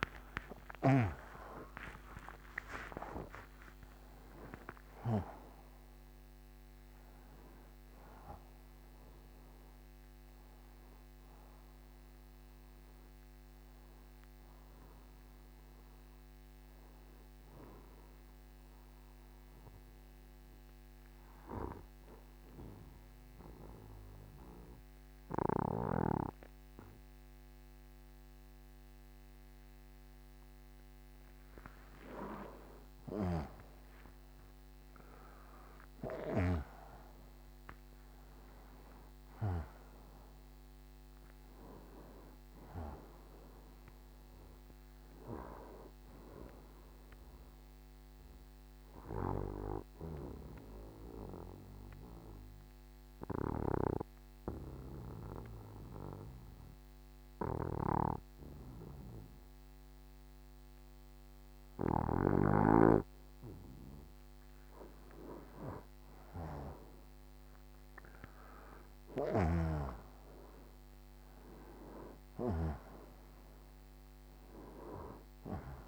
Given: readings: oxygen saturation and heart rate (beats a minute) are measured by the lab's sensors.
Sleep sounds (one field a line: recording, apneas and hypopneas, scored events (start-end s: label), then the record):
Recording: breathing in sleep by a microphone on the trachea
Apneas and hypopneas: 2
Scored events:
0.00-2.50 s: arousal
17.50-30.50 s: obstructive apnea (oxygen 95% before, 89% lowest, heart rate 83 before, 62 extreme, up 18 after)
18.00-33.00 s: oxygen desaturation (device-marked, oxygen 95% before, 89% lowest, heart rate 83 before, 62 extreme)
25.00-75.88 s: new sleep stage, N2 (light sleep)
32.00-37.50 s: arousal
48.00-58.00 s: oxygen desaturation (device-marked, oxygen 98% before, 91% lowest, heart rate 69 before, 62 extreme)
48.50-62.00 s: obstructive apnea (oxygen 98% before, 91% lowest, heart rate 69 before, 62 extreme, up 0 after)
64.50-70.50 s: arousal
70.00-75.88 s: oxygen desaturation (device-marked, oxygen 97% before, 91% lowest, heart rate 62 before, 62 extreme)
From the record:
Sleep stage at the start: N1 (lightest sleep)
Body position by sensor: on the right side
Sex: male